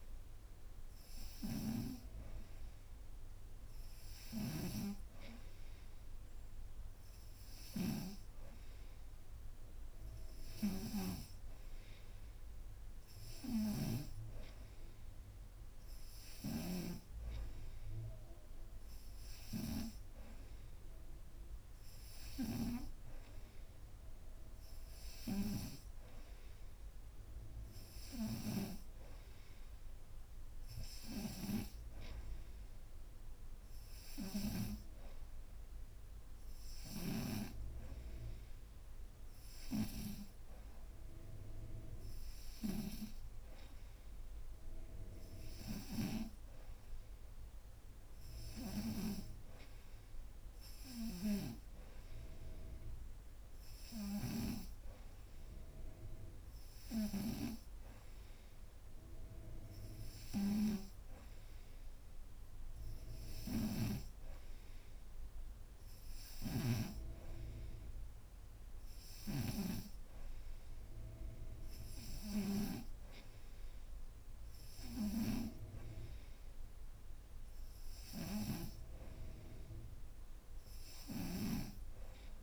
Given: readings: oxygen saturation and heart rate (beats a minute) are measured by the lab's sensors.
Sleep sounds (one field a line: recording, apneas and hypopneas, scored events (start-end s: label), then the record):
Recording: breathing in sleep by a room microphone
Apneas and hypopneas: none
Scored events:
0.00-4.50 s: snoring (device-marked)
66.00-69.50 s: snoring (device-marked)
From the record:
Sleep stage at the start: N2 (light sleep)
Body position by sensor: upright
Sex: female